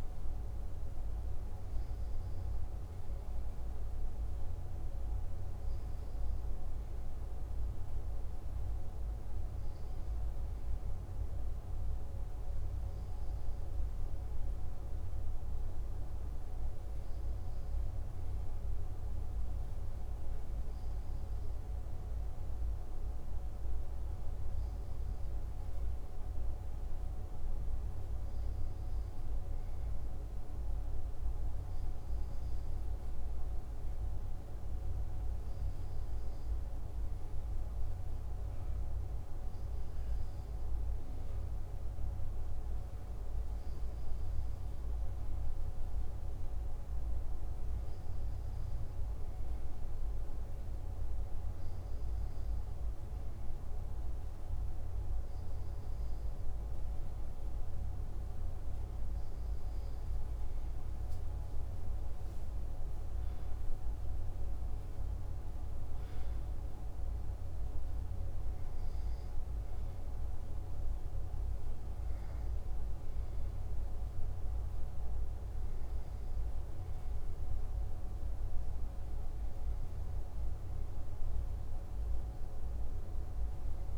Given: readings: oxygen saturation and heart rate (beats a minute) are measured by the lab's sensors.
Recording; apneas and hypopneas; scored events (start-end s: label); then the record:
breathing in sleep, hard to hear, by a room microphone; none
67.00-69.00 s: long interval between heartbeats (device-marked, heart rate 56 before, 64 extreme)
From the record:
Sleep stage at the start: N2 (light sleep); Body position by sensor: on the back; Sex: male